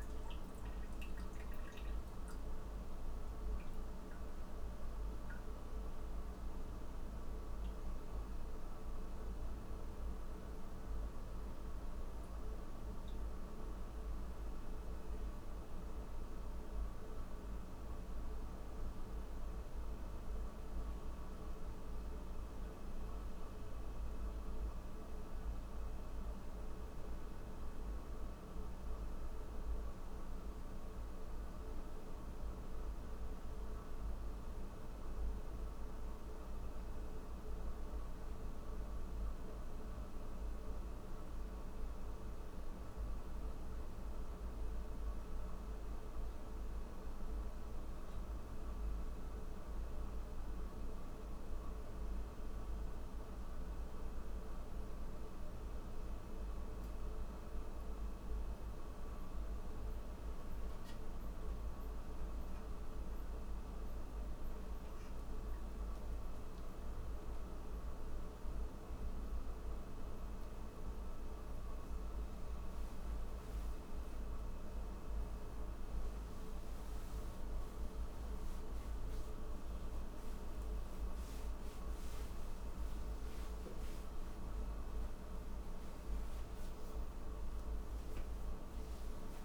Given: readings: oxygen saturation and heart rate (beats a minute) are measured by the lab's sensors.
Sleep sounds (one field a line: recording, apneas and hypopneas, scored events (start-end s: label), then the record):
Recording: breathing in sleep, hard to hear, by a room microphone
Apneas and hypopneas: none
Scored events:
38.00-89.45 s: new sleep stage, N3 (deep sleep)
From the record:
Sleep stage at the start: N1 (lightest sleep)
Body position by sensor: upright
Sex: male